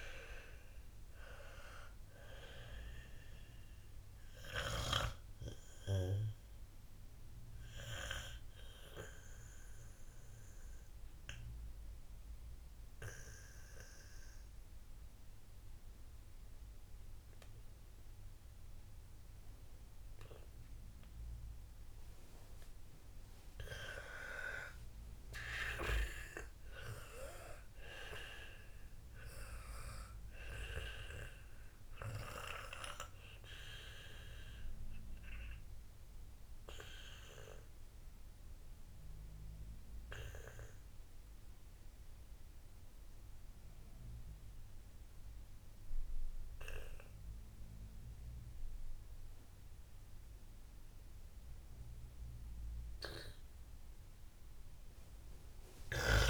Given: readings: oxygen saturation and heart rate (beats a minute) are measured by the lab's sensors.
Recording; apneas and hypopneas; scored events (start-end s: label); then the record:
breathing in sleep by a room microphone; 1
0.00-13.50 s: oxygen desaturation (device-marked, oxygen 93% lowest, heart rate 56 extreme)
4.50-24.00 s: obstructive apnea (oxygen 98% before, 91% lowest, heart rate 76 before, 56 extreme, up 13 after)
26.00-30.00 s: arousal
31.50-47.50 s: oxygen desaturation (device-marked, oxygen 98% before, 94% lowest, heart rate 61 before, 56 extreme)
From the record:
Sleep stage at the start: N2 (light sleep); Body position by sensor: on the back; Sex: female